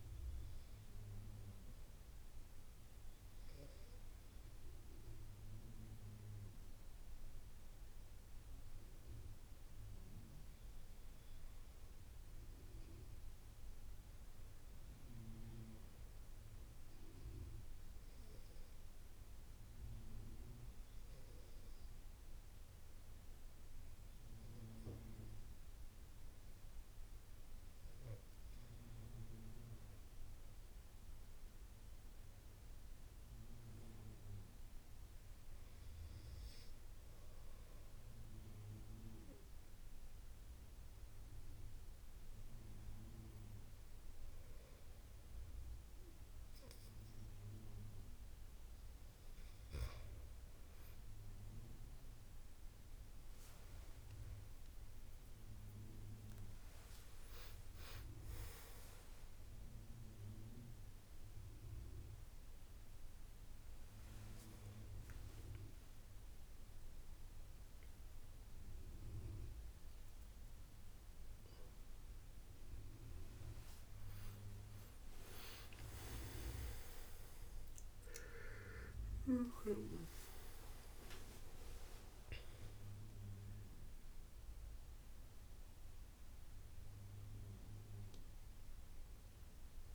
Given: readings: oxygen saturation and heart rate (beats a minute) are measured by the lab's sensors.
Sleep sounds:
a person partly awake in a sleep study, by a room microphone; 2
16.50-26.50 s: obstructive apnea (oxygen 93% before, 88% lowest, heart rate 84 before, 73 extreme, up 4 after)
30.00-33.00 s: arousal
37.50-49.50 s: obstructive apnea (oxygen 92% before, 88% lowest, heart rate 83 before, 81 extreme, up 14 after)
46.50-76.50 s: new sleep stage, awake
58.50-74.50 s: oxygen desaturation (device-marked, oxygen 93% before, 88% lowest, heart rate 84 before, 82 extreme)
76.50-89.95 s: new sleep stage, N1 (lightest sleep)
From the record:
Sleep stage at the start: N2 (light sleep); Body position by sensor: on the back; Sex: male

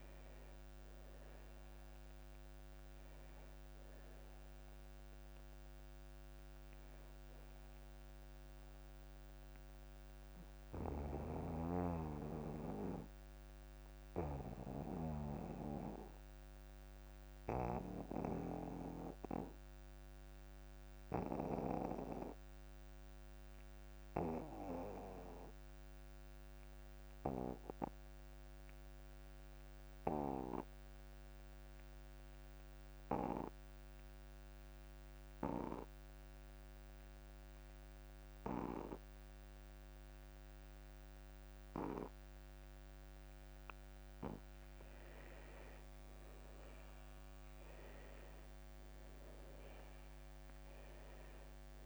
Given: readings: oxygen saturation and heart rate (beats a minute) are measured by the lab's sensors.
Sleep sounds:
breathing in sleep by a microphone on the trachea; 1
0.00-25.00 s: oxygen desaturation (device-marked, oxygen 78% lowest)
8.50-44.00 s: obstructive apnea (oxygen 96% before, 77% lowest)
39.00-51.85 s: oxygen desaturation (device-marked, oxygen 99% before, 77% lowest)
46.00-49.50 s: arousal
From the record:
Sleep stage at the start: N2 (light sleep); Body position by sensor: on the back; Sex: male

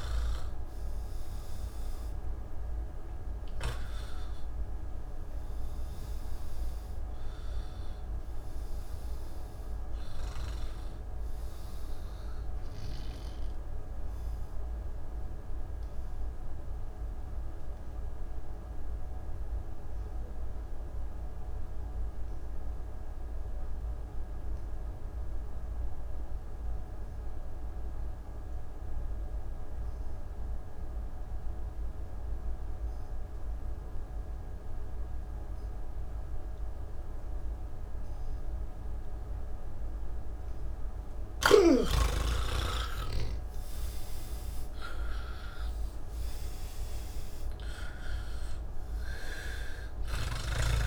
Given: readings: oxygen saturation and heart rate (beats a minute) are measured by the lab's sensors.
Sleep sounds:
breathing in sleep by a room microphone; 1
0.00-22.00 s: oxygen desaturation (device-marked, oxygen 81% lowest, heart rate 28 extreme)
21.50-41.50 s: obstructive apnea (oxygen 91% before, 82% lowest, heart rate 173 before, 28 extreme, up 58 after)
34.00-50.87 s: oxygen desaturation (device-marked, oxygen 98% before, 83% lowest)
From the record:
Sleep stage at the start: N3 (deep sleep); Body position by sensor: on the back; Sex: male

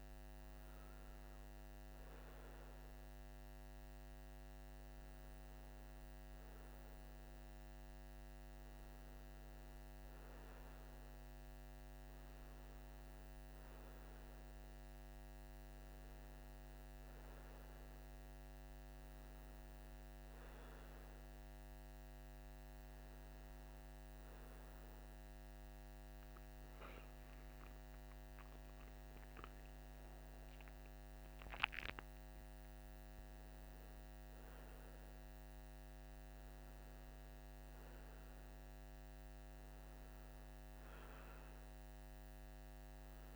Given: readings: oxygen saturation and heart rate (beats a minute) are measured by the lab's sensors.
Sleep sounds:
breathing in sleep, hard to hear, by a microphone on the trachea; none
21.50-43.36 s: new sleep stage, N2 (light sleep)
24.50-29.00 s: arousal
From the record:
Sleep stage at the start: N1 (lightest sleep); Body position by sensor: on the right side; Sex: male

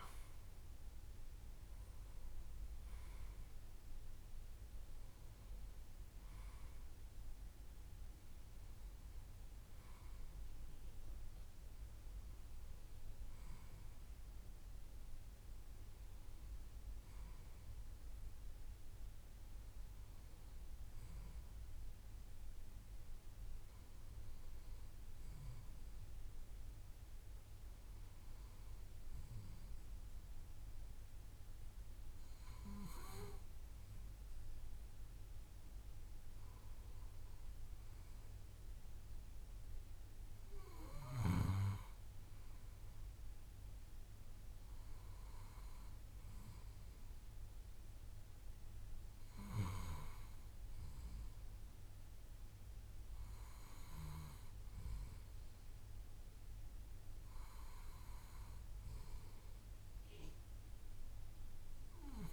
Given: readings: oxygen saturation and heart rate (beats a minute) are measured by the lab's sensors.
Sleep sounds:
breathing in sleep by a room microphone; none
none scored
From the record:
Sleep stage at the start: N2 (light sleep); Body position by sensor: on the left side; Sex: male

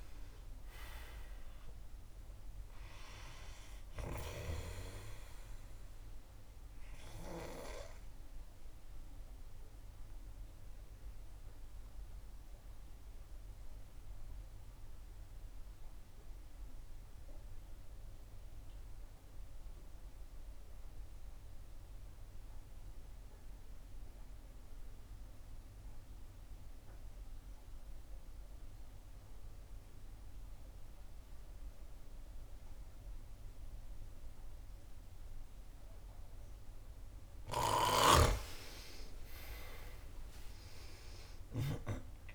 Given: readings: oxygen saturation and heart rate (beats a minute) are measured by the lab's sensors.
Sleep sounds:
breathing in sleep by a room microphone; 1
0.00-26.00 s: oxygen desaturation (device-marked, oxygen 84% lowest, heart rate 58 extreme)
7.50-38.00 s: obstructive apnea (oxygen 97% before, 84% lowest, heart rate 68 before, 58 extreme, up 15 after)
40.00-42.35 s: arousal
From the record:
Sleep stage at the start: N2 (light sleep); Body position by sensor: on the back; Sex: female

